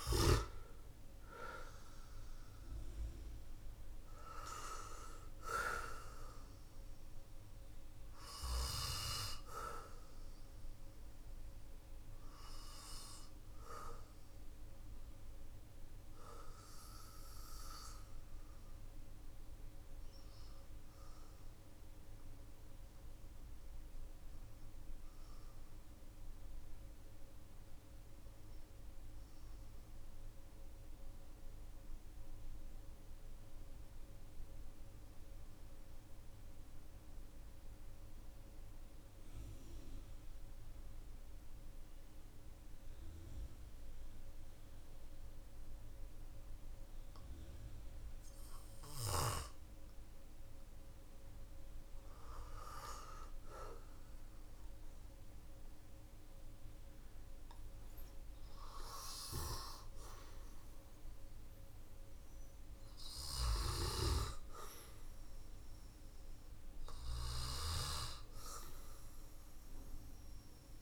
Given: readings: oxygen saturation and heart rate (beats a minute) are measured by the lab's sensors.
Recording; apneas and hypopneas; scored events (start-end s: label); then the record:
breathing in sleep by a room microphone; 1
0.00-37.00 s: oxygen desaturation (device-marked, oxygen 92% lowest, heart rate 45 extreme)
7.00-51.00 s: obstructive apnea (oxygen 99% before, 92% lowest, heart rate 53 before, 42 extreme, up 10 after)
52.50-57.00 s: arousal
63.00-70.82 s: snoring (device-marked)
From the record:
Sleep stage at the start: N2 (light sleep); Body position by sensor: on the back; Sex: male